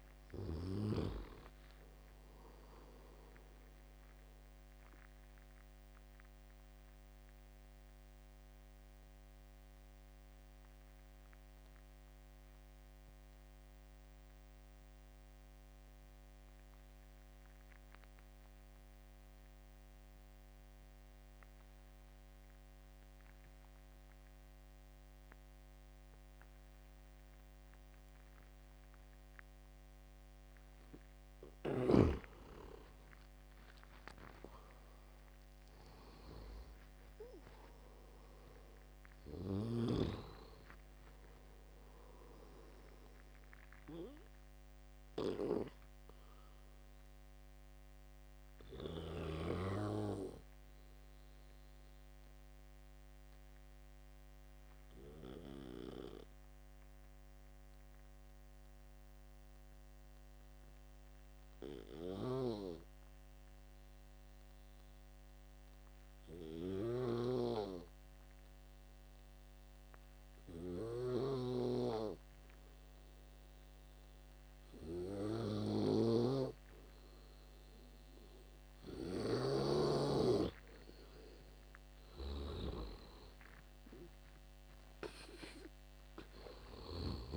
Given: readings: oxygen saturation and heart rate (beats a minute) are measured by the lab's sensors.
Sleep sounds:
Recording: breathing in sleep by a microphone on the trachea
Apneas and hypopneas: 2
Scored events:
0.00-25.00 s: oxygen desaturation (device-marked, oxygen 85% lowest, heart rate 61 extreme)
4.50-30.00 s: obstructive apnea (oxygen 97% before, 84% lowest, heart rate 76 before, 62 extreme, up 12 after)
32.50-36.50 s: arousal
39.00-63.00 s: oxygen desaturation (device-marked, oxygen 97% before, 84% lowest, heart rate 74 before, 66 extreme)
48.00-79.00 s: obstructive apnea (oxygen 98% before, 84% lowest, heart rate 79 before, 63 extreme, up 17 after)
75.00-87.37 s: oxygen desaturation (device-marked, oxygen 97% before, 87% lowest, heart rate 68 before, 63 extreme)
81.00-85.00 s: arousal
From the record:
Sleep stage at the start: N2 (light sleep)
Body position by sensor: on the back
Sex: male

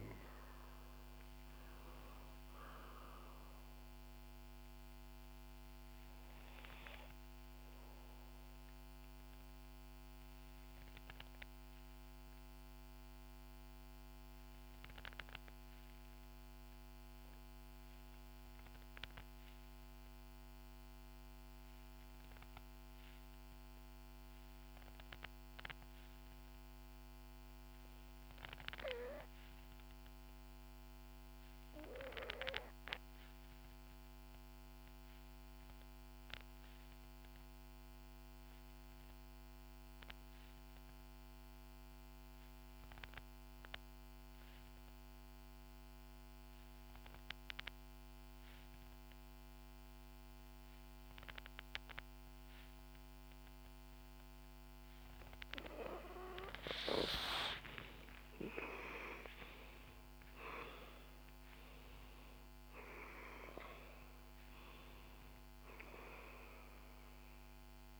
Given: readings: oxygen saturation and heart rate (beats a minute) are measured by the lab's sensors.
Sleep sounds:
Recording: breathing in sleep by a microphone on the trachea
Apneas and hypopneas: 1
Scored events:
0.00-16.50 s: oxygen desaturation (device-marked, oxygen 78% lowest, heart rate 59 extreme)
8.50-56.50 s: obstructive apnea (oxygen 91% before, 78% lowest, heart rate 70 before, 59 extreme, up 7 after)
31.50-68.00 s: oxygen desaturation (device-marked, oxygen 97% before, 80% lowest, heart rate 64 before, 59 extreme)
57.00-62.00 s: arousal
From the record:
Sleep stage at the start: N2 (light sleep)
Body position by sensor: on the back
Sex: female

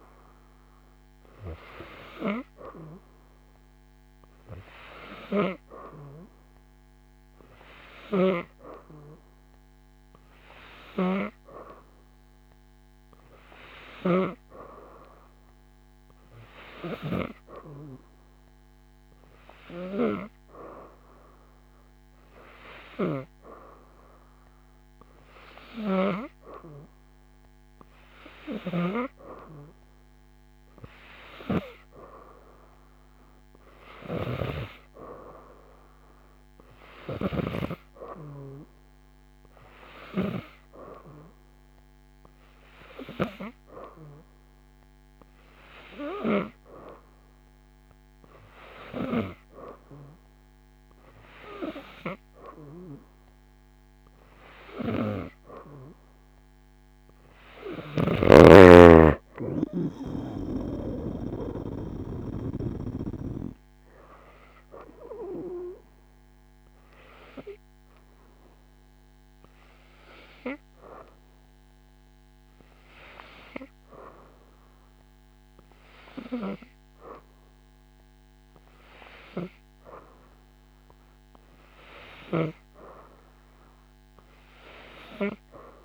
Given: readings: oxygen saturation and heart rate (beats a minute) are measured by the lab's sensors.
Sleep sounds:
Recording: breathing in sleep by a microphone on the trachea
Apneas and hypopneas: none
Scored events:
57.50-61.00 s: snoring (device-marked)
From the record:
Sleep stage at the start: N3 (deep sleep)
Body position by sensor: upright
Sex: female

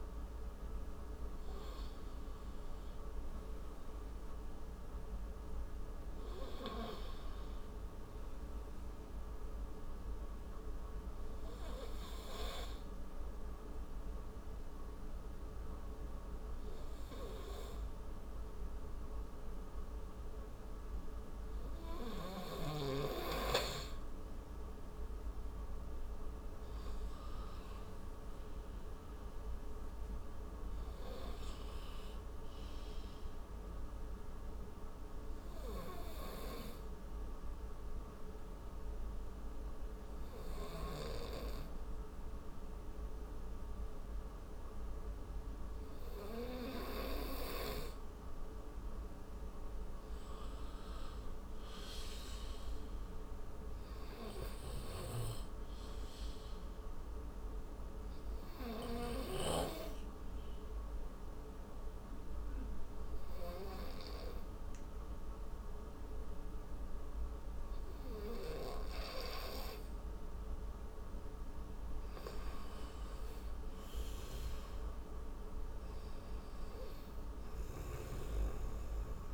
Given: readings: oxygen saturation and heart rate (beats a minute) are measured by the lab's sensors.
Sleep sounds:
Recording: breathing in sleep by a room microphone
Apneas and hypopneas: 3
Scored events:
0.00-2.00 s: oxygen desaturation (device-marked, oxygen 92% lowest, heart rate 55 extreme)
9.00-22.00 s: obstructive apnea (oxygen 98% before, 89% lowest, heart rate 70 before, 55 extreme, up 18 after)
13.00-23.00 s: oxygen desaturation (device-marked, oxygen 98% before, 94% lowest, heart rate 63 before, 55 extreme)
24.50-27.50 s: arousal
30.00-51.00 s: oxygen desaturation (device-marked, oxygen 97% before, 91% lowest, heart rate 60 before, 57 extreme)
34.00-48.50 s: obstructive apnea (oxygen 98% before, 89% lowest, heart rate 62 before, 57 extreme, up 11 after)
50.50-54.00 s: arousal
56.00-71.00 s: oxygen desaturation (device-marked, oxygen 97% before, 89% lowest, heart rate 62 before, 57 extreme)
58.00-70.50 s: obstructive apnea (oxygen 97% before, 88% lowest, heart rate 63 before, 57 extreme, up 15 after)
71.50-75.50 s: arousal
From the record:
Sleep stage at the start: N2 (light sleep)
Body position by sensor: on the right side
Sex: male

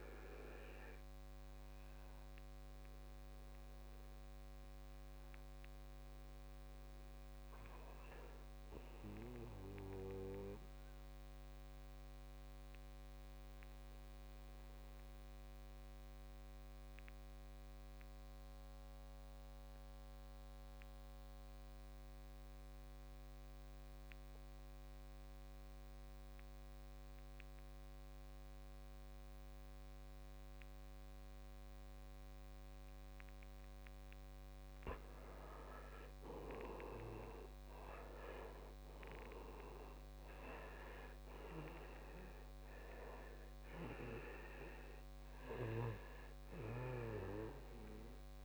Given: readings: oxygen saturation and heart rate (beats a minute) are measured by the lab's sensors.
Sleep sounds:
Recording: breathing in sleep by a microphone on the trachea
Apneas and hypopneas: 1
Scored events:
0.00-1.50 s: oxygen desaturation (device-marked, oxygen 80% lowest, heart rate 53 extreme)
11.50-33.50 s: obstructive apnea (oxygen 98% before, 83% lowest, heart rate 61 before, 53 extreme, up 13 after)
19.50-48.45 s: oxygen desaturation (device-marked, oxygen 98% before, 83% lowest, heart rate 56 before, 53 extreme)
36.00-39.50 s: arousal
From the record:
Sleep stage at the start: N2 (light sleep)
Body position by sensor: on the back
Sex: male

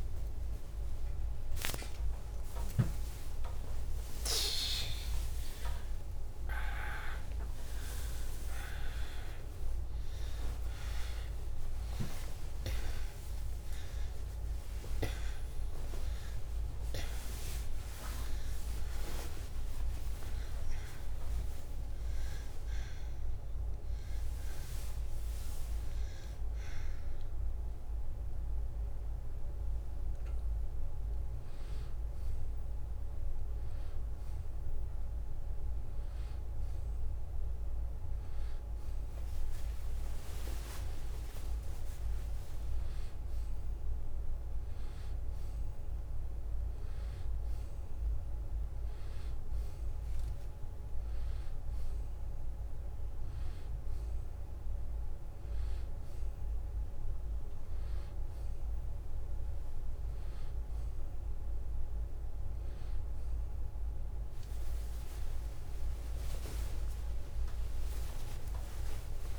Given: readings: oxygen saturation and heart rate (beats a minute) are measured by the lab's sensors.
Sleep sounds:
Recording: a person awake in a sleep study, by a room microphone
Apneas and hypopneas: none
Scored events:
0.00-7.00 s: drop in pulse transit time (device-marked, heart rate 89 extreme)
4.00-6.00 s: long interval between heartbeats (device-marked, heart rate 111 before, 98 extreme)
8.00-17.00 s: tachycardia (device-marked, heart rate 98 before, 175 extreme)
10.00-12.00 s: long interval between heartbeats (device-marked, heart rate 100 before, 97 extreme)
14.00-16.00 s: long interval between heartbeats (device-marked, heart rate 103 before, 164 extreme)
24.00-35.00 s: drop in pulse transit time (device-marked, heart rate 114 before, 75 extreme)
27.00-35.00 s: oxygen desaturation (device-marked, oxygen 94% before, 91% lowest, heart rate 112 before, 75 extreme)
28.00-30.00 s: long interval between heartbeats (device-marked, heart rate 112 before, 76 extreme)
67.00-69.00 s: long interval between heartbeats (device-marked, heart rate 79 before, 89 extreme)
From the record:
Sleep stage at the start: awake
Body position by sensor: on the back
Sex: male

